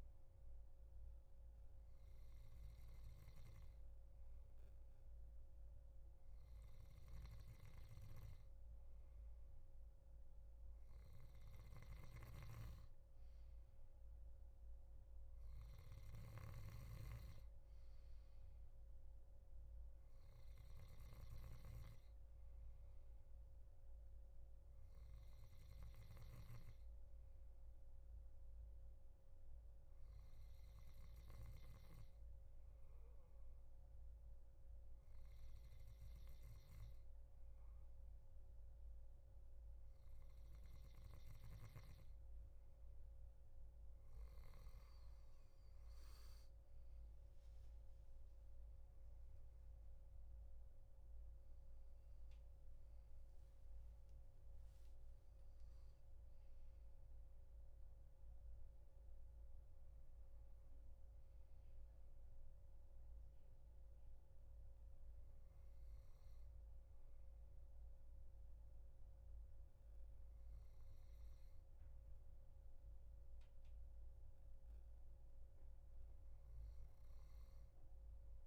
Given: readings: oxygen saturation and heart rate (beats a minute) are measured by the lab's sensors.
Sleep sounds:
breathing in sleep by a room microphone; 1
12.50-16.50 s: snoring (device-marked)
27.00-43.00 s: hypopnea (oxygen 96% before, 94% lowest, heart rate 79 before, 75 extreme, up 10 after)
47.50-51.50 s: arousal
From the record:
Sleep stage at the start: N2 (light sleep); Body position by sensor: on the back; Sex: male

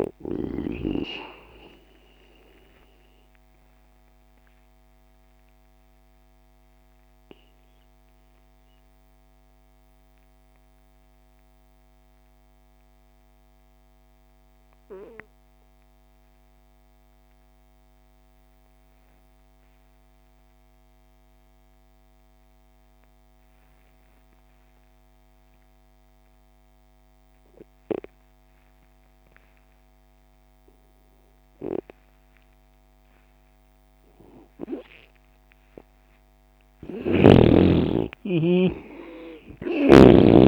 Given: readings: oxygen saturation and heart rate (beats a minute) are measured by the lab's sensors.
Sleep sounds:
breathing in sleep by a microphone on the trachea; 1
0.00-15.50 s: oxygen desaturation (device-marked, oxygen 85% lowest)
2.00-35.50 s: mixed apnea (oxygen 98% before, 85% lowest)
32.50-40.48 s: oxygen desaturation (device-marked, oxygen 98% before, 85% lowest)
36.50-40.00 s: snoring (device-marked)
38.00-40.48 s: arousal
From the record:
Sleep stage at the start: N2 (light sleep); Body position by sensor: on the left side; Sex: male

